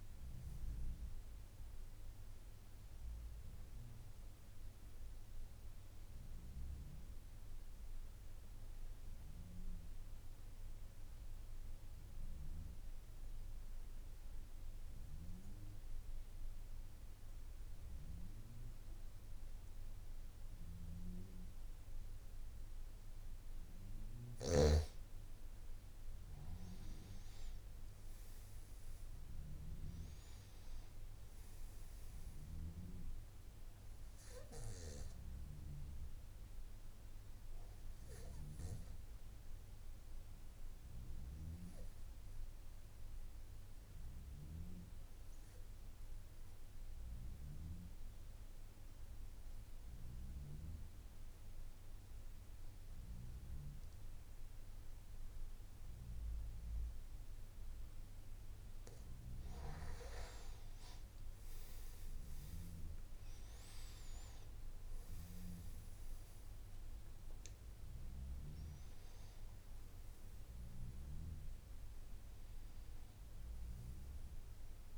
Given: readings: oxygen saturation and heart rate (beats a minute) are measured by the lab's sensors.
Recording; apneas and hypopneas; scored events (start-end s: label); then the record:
breathing in sleep by a room microphone; 2
8.50-23.50 s: mixed apnea (oxygen 97% before, 91% lowest, heart rate 64 before, 52 extreme, up 6 after)
29.00-50.00 s: oxygen desaturation (device-marked, oxygen 98% before, 92% lowest, heart rate 56 before, 52 extreme)
38.00-57.50 s: obstructive apnea (oxygen 98% before, 90% lowest, heart rate 57 before, 52 extreme, up 12 after)
62.00-74.98 s: oxygen desaturation (device-marked, oxygen 97% before, 90% lowest, heart rate 54 before, 52 extreme)
From the record:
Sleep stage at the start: N3 (deep sleep); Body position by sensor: on the back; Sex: male